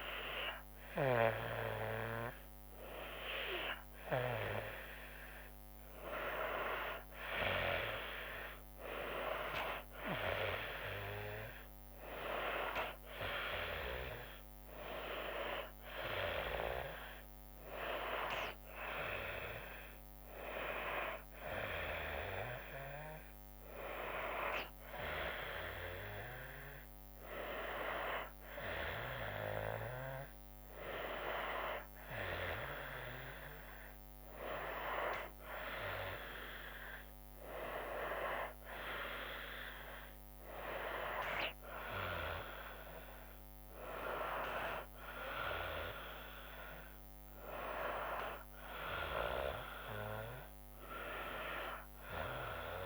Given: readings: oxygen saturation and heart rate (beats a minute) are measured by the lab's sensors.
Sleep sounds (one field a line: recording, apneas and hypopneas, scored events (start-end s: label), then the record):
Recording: breathing in sleep by a microphone on the trachea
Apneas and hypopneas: none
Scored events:
none scored
From the record:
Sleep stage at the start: N2 (light sleep)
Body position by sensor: on the back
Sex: female